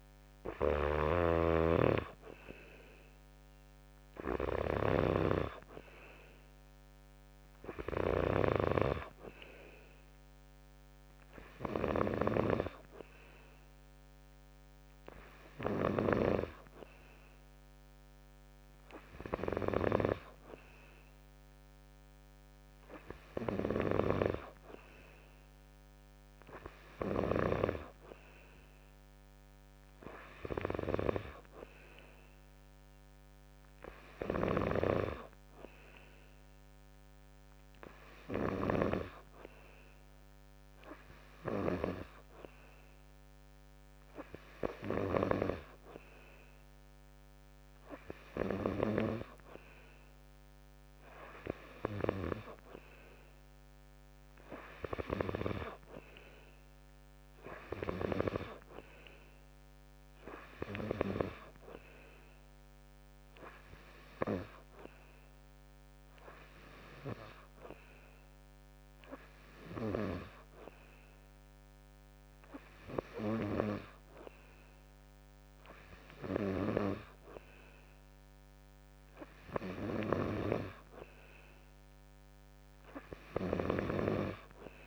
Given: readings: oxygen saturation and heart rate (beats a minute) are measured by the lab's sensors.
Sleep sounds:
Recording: breathing in sleep by a microphone on the trachea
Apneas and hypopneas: none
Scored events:
0.00-12.00 s: snoring (device-marked)
34.00-38.50 s: snoring (device-marked)
From the record:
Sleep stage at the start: N2 (light sleep)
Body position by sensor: on the back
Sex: male

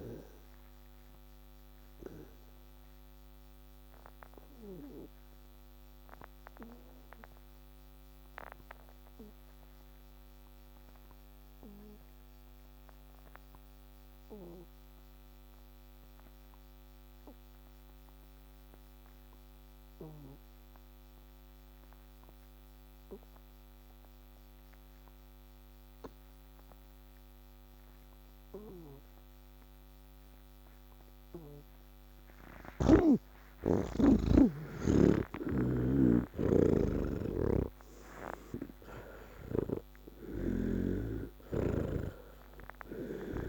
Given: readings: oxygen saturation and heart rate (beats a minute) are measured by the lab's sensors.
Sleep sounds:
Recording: breathing in sleep by a microphone on the trachea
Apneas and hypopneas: 1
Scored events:
0.00-16.50 s: oxygen desaturation (device-marked, oxygen 79% lowest)
0.50-31.00 s: obstructive apnea (oxygen 98% before, 77% lowest, heart rate 83 before, 49 extreme, up 50 after)
22.50-43.49 s: oxygen desaturation (device-marked, oxygen 98% before, 77% lowest, heart rate 83 before, 56 extreme)
26.50-43.49 s: new sleep stage, N2 (light sleep)
37.50-43.49 s: snoring (device-marked)
From the record:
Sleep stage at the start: N1 (lightest sleep)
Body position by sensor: on the back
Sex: male

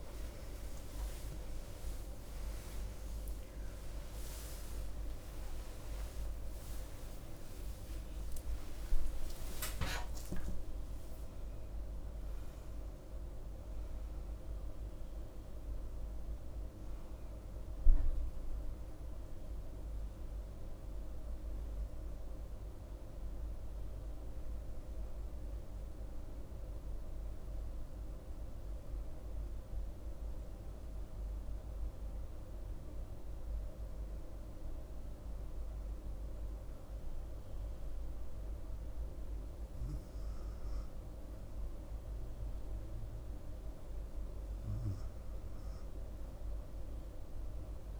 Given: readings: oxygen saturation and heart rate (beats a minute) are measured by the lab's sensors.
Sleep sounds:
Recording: a person awake in a sleep study, hard to hear, by a room microphone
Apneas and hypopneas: none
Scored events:
2.00-9.00 s: oxygen desaturation (device-marked, oxygen 100% before, 96% lowest, heart rate 154 before, 82 extreme)
44.00-48.00 s: new sleep stage, N1 (lightest sleep)
From the record:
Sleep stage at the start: awake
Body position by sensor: on the front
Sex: female

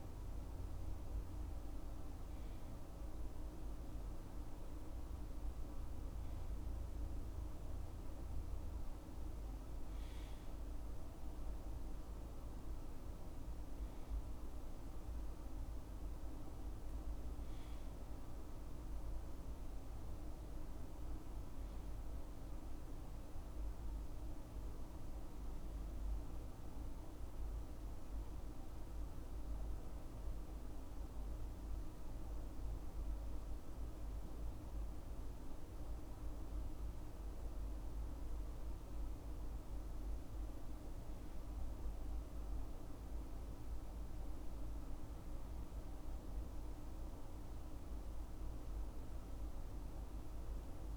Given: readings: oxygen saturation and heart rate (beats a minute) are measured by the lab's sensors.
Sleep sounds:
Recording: breathing in sleep, hard to hear, by a room microphone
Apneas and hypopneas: 1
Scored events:
10.50-50.97 s: new sleep stage, N2 (light sleep)
21.00-24.50 s: arousal
27.50-39.50 s: mixed apnea (oxygen 99% before, 93% lowest, heart rate 79 before, 75 extreme, up 3 after)
41.50-45.50 s: arousal
43.50-50.97 s: oxygen desaturation (device-marked, oxygen 97% before, 93% lowest, heart rate 77 before, 77 extreme)
From the record:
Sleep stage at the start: N1 (lightest sleep)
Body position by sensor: on the right side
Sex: male

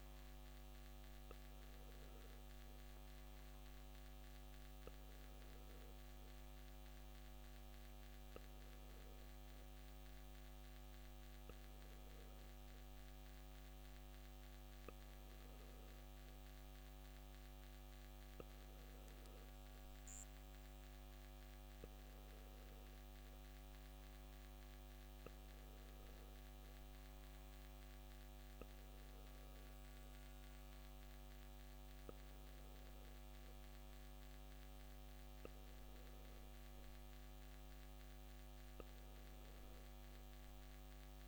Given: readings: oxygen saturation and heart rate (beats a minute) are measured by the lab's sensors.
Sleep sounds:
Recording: breathing in sleep, hard to hear, by a microphone on the trachea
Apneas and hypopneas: none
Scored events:
none scored
From the record:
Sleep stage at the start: N1 (lightest sleep)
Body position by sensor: on the back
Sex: male

